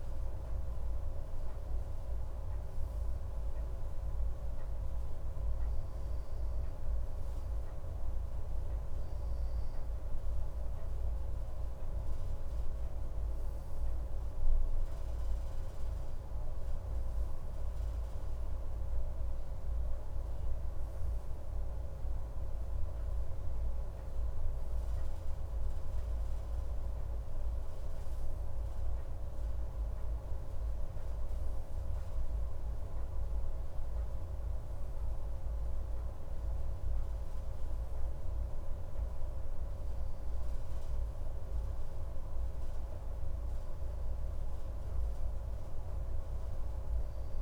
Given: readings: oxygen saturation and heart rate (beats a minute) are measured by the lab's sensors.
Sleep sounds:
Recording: breathing in sleep, hard to hear, by a room microphone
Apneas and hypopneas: none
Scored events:
20.00-25.00 s: arousal
From the record:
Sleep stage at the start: N2 (light sleep)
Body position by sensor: on the left side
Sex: male

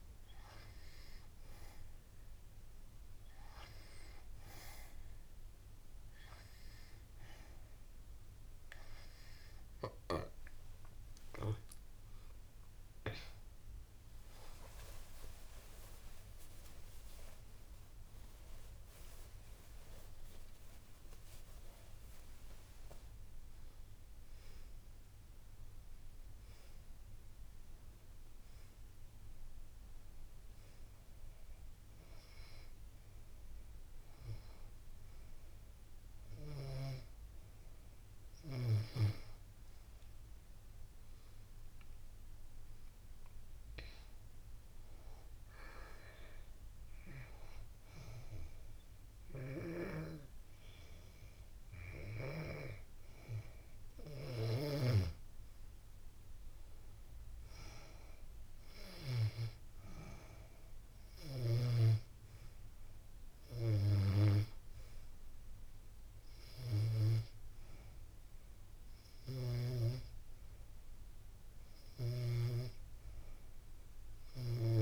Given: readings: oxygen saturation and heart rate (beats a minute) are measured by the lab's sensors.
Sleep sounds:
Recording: breathing in sleep by a room microphone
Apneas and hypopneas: none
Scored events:
15.00-20.50 s: arousal
22.50-74.82 s: new sleep stage, N2 (light sleep)
From the record:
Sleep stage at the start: N3 (deep sleep)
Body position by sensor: on the back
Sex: female

